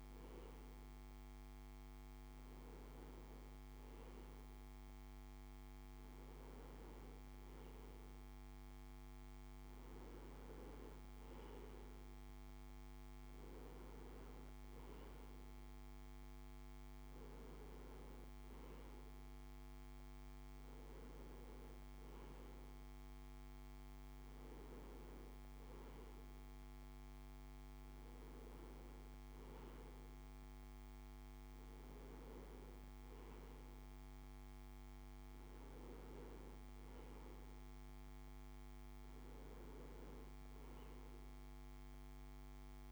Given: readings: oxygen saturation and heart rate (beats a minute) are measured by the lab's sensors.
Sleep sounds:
breathing in sleep, hard to hear, by a microphone on the trachea; none
35.50-42.92 s: new sleep stage, awake
From the record:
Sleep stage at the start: N2 (light sleep); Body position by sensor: on the right side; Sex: male

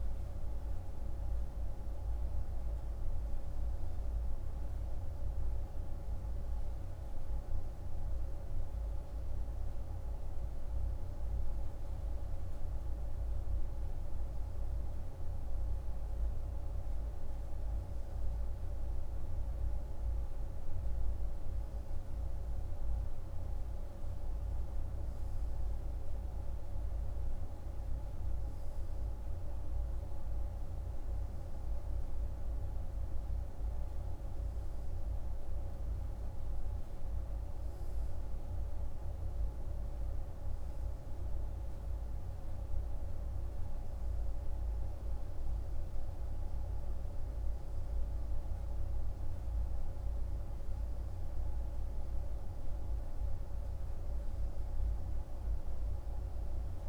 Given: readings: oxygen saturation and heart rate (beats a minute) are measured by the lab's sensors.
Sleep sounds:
breathing in sleep, hard to hear, by a room microphone; none
none scored
From the record:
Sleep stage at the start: N2 (light sleep); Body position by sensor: on the right side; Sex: male

